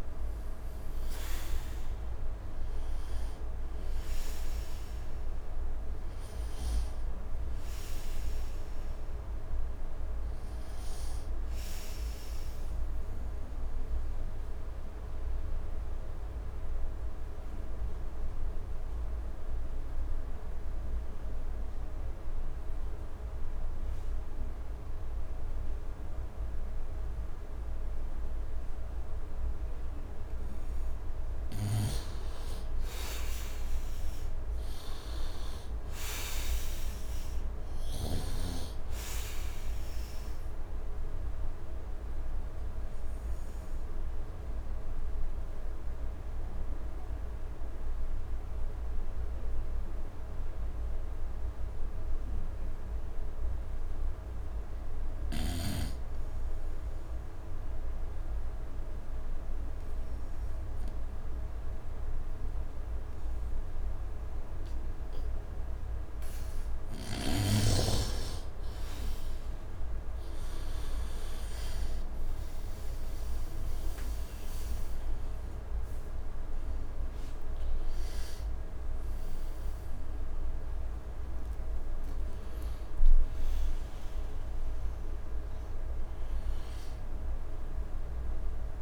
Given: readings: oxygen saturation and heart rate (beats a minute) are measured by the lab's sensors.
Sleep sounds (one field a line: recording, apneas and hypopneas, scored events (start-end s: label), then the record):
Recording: breathing in sleep, hard to hear, by a room microphone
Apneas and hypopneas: 2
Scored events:
0.00-20.00 s: oxygen desaturation (device-marked, oxygen 81% lowest, heart rate 72 extreme)
13.00-30.50 s: obstructive apnea (oxygen 99% before, 77% lowest, heart rate 79 before, 74 extreme, up 7 after)
33.00-36.50 s: arousal
34.00-52.00 s: oxygen desaturation (device-marked, oxygen 99% before, 87% lowest, heart rate 76 before, 75 extreme)
41.50-67.50 s: obstructive apnea (oxygen 99% before, 77% lowest, heart rate 78 before, 75 extreme, up 12 after)
65.00-88.82 s: oxygen desaturation (device-marked, oxygen 98% before, 77% lowest, heart rate 77 before, 71 extreme)
69.00-72.50 s: arousal
From the record:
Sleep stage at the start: N2 (light sleep)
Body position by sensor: on the right side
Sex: male